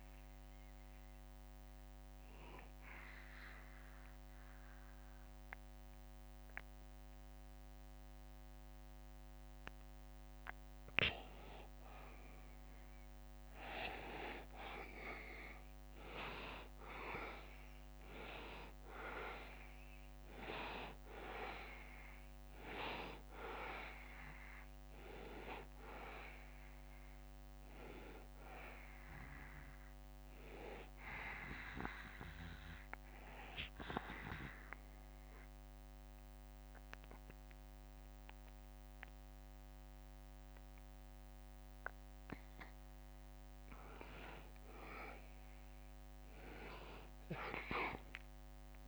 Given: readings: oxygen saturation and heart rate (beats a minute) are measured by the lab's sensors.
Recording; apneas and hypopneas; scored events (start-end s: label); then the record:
breathing in sleep by a microphone on the trachea; 2
0.00-5.00 s: oxygen desaturation (device-marked, oxygen 86% lowest, heart rate 70 extreme)
3.00-16.00 s: obstructive apnea (oxygen 95% before, 89% lowest, heart rate 75 before, 70 extreme, up 1 after)
18.50-22.00 s: arousal
20.00-39.00 s: oxygen desaturation (device-marked, oxygen 96% before, 90% lowest, heart rate 71 before, 70 extreme)
33.50-44.00 s: obstructive apnea (oxygen 96% before, 89% lowest, heart rate 72 before, 70 extreme, up 2 after)
From the record:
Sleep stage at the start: N2 (light sleep); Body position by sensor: on the back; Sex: male